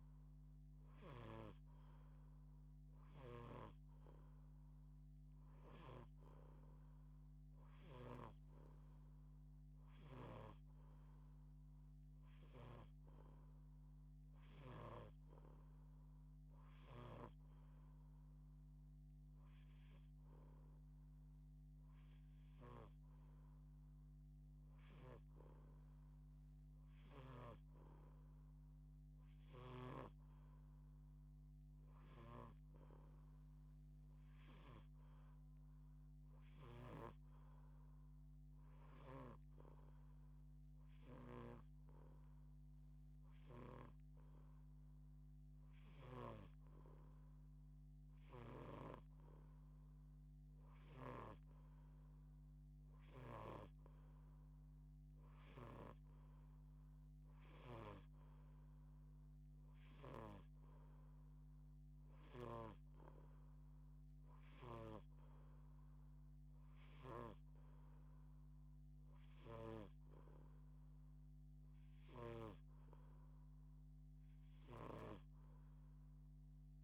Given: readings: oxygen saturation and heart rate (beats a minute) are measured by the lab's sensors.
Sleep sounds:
breathing in sleep by a microphone on the trachea; none
3.00-7.50 s: snoring (device-marked)
12.00-22.50 s: snoring (device-marked)
24.50-29.50 s: snoring (device-marked)
31.50-36.50 s: snoring (device-marked)
38.50-43.50 s: snoring (device-marked)
50.50-60.00 s: snoring (device-marked)
62.00-67.00 s: snoring (device-marked)
From the record:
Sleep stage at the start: N2 (light sleep); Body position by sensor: on the back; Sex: female

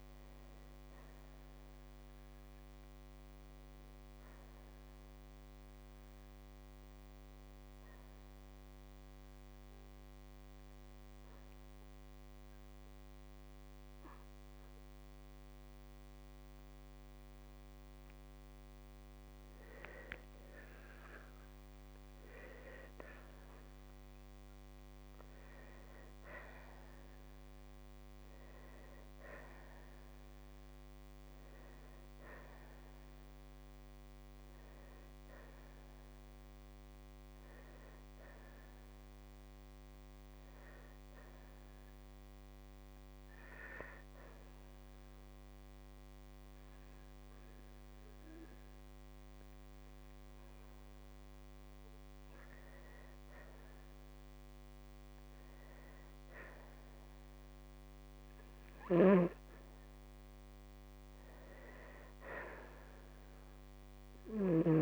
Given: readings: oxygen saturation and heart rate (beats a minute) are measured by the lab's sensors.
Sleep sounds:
breathing in sleep by a microphone on the trachea; 2
8.50-20.00 s: obstructive apnea (oxygen 97% before, 94% lowest, heart rate 71 before, 55 extreme, up 5 after)
22.50-25.50 s: arousal
37.00-49.50 s: hypopnea (oxygen 96% before, 94% lowest, heart rate 58 before, 55 extreme, up 2 after)
52.50-56.50 s: arousal
58.50-64.50 s: snoring (device-marked)
From the record:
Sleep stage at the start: N2 (light sleep); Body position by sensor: on the right side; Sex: female

